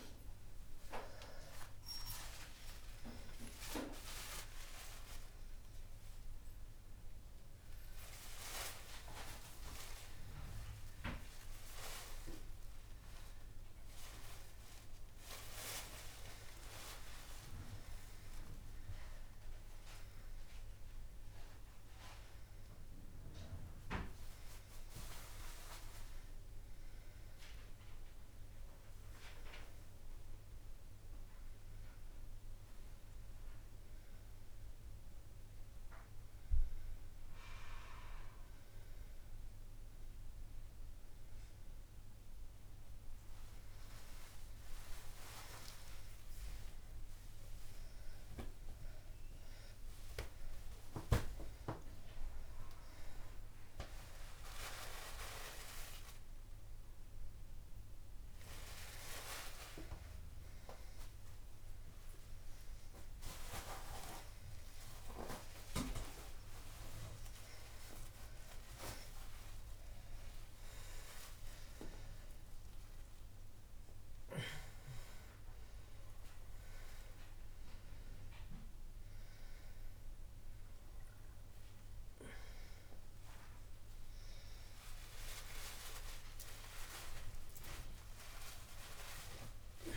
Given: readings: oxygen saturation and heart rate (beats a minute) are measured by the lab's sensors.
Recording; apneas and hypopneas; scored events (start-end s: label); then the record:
a person awake in a sleep study, by a room microphone; none
none scored
From the record:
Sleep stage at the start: awake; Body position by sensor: upright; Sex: female